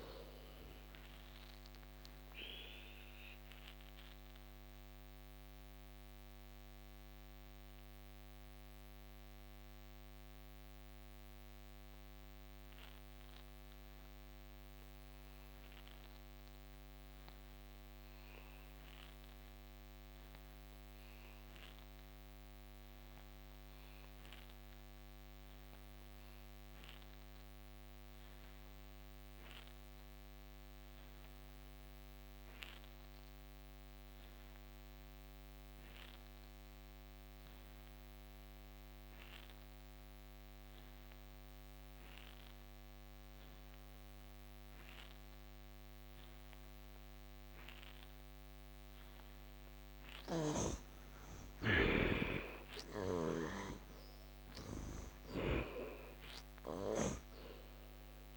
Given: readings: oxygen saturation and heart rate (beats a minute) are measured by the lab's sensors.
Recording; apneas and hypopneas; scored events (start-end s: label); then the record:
breathing in sleep by a microphone on the trachea; 1
0.00-16.50 s: oxygen desaturation (device-marked, oxygen 54% lowest, heart rate 63 extreme)
1.50-48.50 s: mixed apnea (oxygen 77% before, 53% lowest, heart rate 80 before, 63 extreme, up 18 after)
32.50-58.37 s: oxygen desaturation (device-marked, oxygen 90% before, 53% lowest, heart rate 68 before, 62 extreme)
49.50-56.50 s: snoring (device-marked)
51.00-55.00 s: arousal
From the record:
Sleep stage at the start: N2 (light sleep); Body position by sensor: on the back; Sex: male